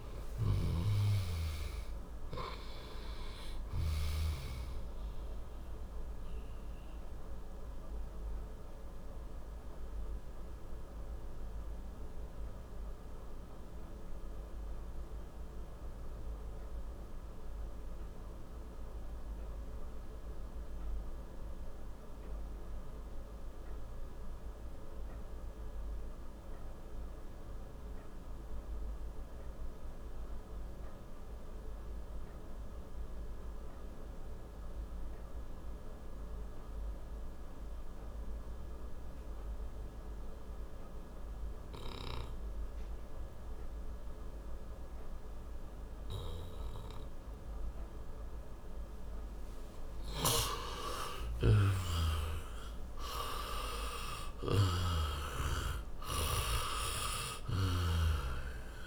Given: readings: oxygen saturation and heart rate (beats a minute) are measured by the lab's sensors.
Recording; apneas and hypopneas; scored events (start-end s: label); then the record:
breathing in sleep by a room microphone; 1
0.00-26.00 s: oxygen desaturation (device-marked, oxygen 87% lowest, heart rate 47 extreme)
5.00-45.50 s: obstructive apnea (oxygen 98% before, 87% lowest, heart rate 57 before, 46 extreme, up 12 after)
47.00-58.87 s: oxygen desaturation (device-marked, oxygen 98% before, 87% lowest, heart rate 59 before, 46 extreme)
49.50-53.50 s: arousal
From the record:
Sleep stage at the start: N2 (light sleep); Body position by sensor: on the back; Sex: male